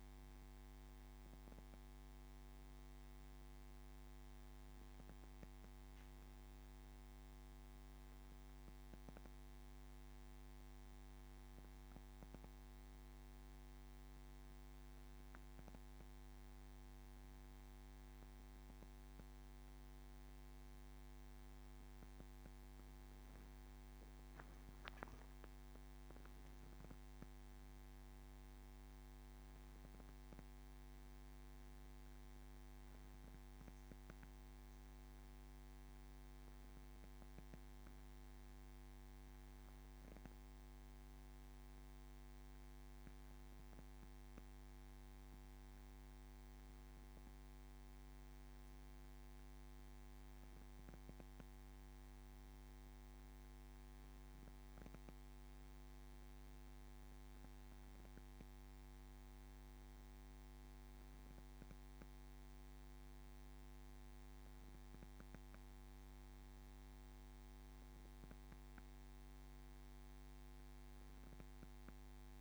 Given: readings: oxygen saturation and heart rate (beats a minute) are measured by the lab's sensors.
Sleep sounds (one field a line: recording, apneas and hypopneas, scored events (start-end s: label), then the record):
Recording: breathing in sleep, hard to hear, by a microphone on the trachea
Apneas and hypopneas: none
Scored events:
none scored
From the record:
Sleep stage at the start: N1 (lightest sleep)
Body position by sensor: on the back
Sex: male